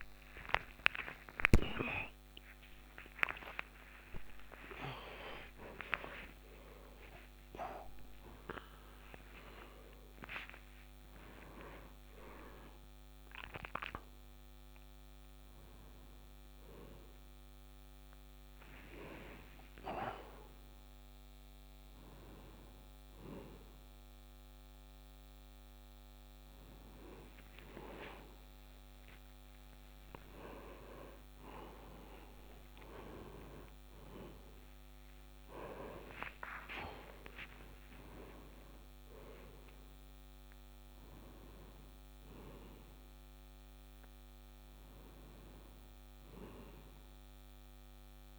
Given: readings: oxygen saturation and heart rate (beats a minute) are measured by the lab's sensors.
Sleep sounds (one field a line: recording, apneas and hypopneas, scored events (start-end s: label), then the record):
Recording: a person awake in a sleep study, by a microphone on the trachea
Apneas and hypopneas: none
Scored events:
0.00-6.50 s: tachycardia (device-marked, heart rate 156 extreme)
From the record:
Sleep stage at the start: awake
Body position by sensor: on the front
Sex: male